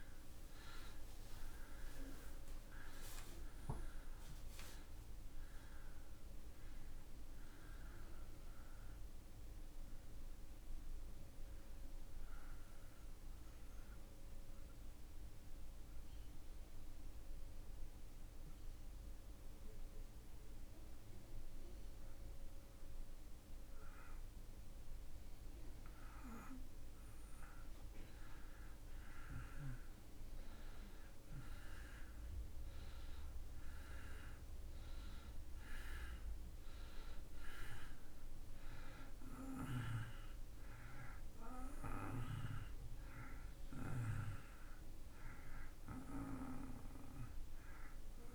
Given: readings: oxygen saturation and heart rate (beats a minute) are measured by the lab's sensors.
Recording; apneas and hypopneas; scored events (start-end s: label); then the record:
breathing in sleep by a room microphone; 1
3.50-7.50 s: arousal
10.50-27.50 s: obstructive apnea (oxygen 95% before, 86% lowest)
30.50-35.00 s: arousal
36.00-48.35 s: oxygen desaturation (device-marked, oxygen 96% before, 86% lowest)
From the record:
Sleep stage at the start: N2 (light sleep); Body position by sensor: on the back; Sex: male